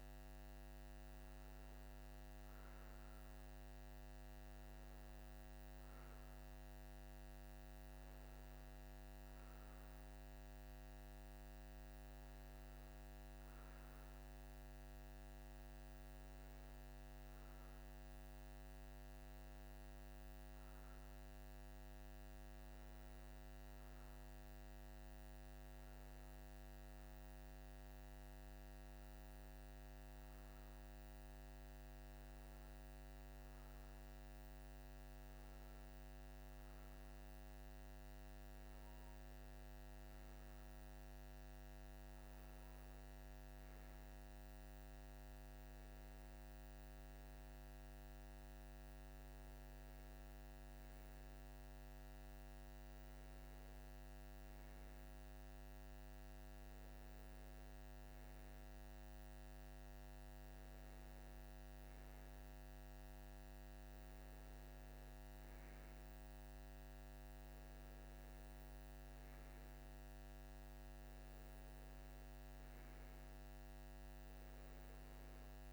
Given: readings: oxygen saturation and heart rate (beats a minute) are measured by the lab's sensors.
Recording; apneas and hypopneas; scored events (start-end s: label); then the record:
breathing in sleep, hard to hear, by a microphone on the trachea; none
none scored
From the record:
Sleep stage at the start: N2 (light sleep); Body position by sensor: on the right side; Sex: male